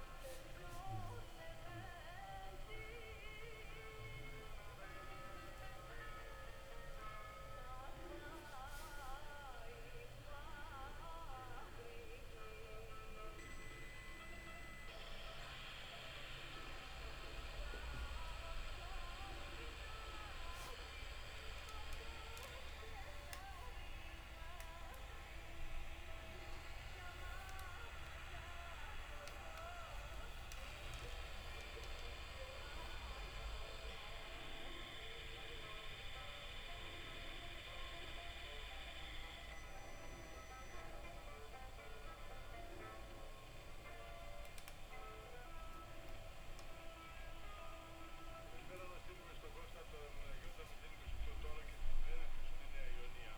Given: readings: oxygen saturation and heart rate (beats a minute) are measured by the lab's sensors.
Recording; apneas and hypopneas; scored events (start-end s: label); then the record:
breathing in sleep, hard to hear, by a room microphone; 1
16.00-19.00 s: arousal
23.00-33.00 s: hypopnea (oxygen 93% before, 89% lowest)
34.50-38.00 s: arousal
From the record:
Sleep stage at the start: N2 (light sleep); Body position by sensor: on the back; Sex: female